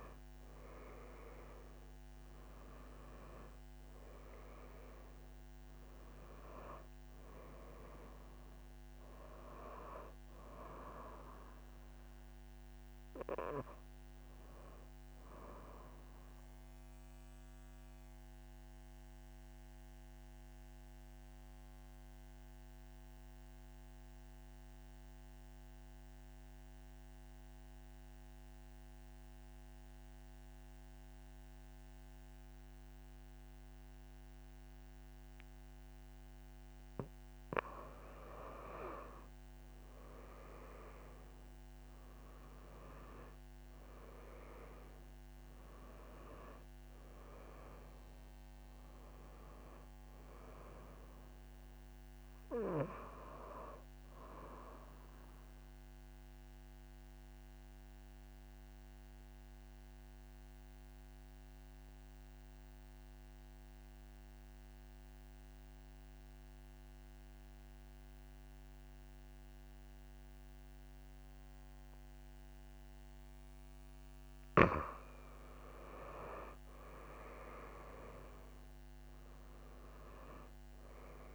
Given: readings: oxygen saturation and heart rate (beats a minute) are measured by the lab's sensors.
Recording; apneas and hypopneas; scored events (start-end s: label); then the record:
breathing in sleep by a microphone on the trachea; 2
0.00-21.00 s: oxygen desaturation (device-marked, oxygen 89% lowest)
16.50-36.50 s: obstructive apnea (oxygen 96% before, 89% lowest)
38.00-41.00 s: arousal
40.00-61.00 s: oxygen desaturation (device-marked, oxygen 97% before, 89% lowest)
56.00-73.50 s: obstructive apnea (oxygen 98% before, 89% lowest)
75.50-78.50 s: arousal
76.00-81.35 s: oxygen desaturation (device-marked, oxygen 97% before, 91% lowest)
From the record:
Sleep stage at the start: N2 (light sleep); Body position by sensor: on the back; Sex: female